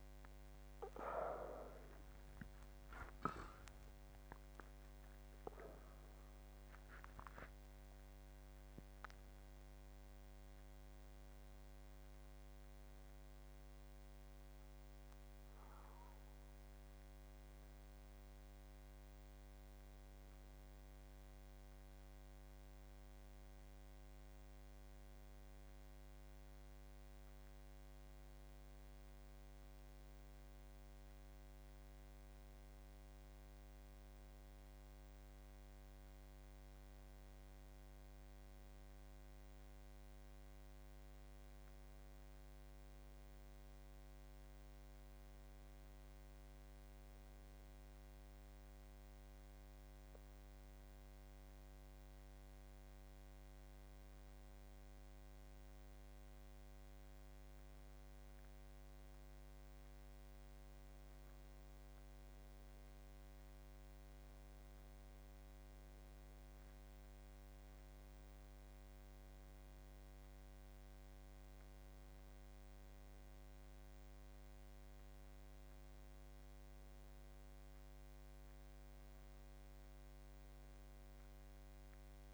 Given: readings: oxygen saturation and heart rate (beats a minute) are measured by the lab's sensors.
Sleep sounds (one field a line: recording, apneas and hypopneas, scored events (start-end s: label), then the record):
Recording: a person partly awake in a sleep study, hard to hear, by a microphone on the trachea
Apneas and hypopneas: none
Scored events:
24.50-82.34 s: new sleep stage, N1 (lightest sleep)
From the record:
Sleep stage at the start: awake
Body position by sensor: on the back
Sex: male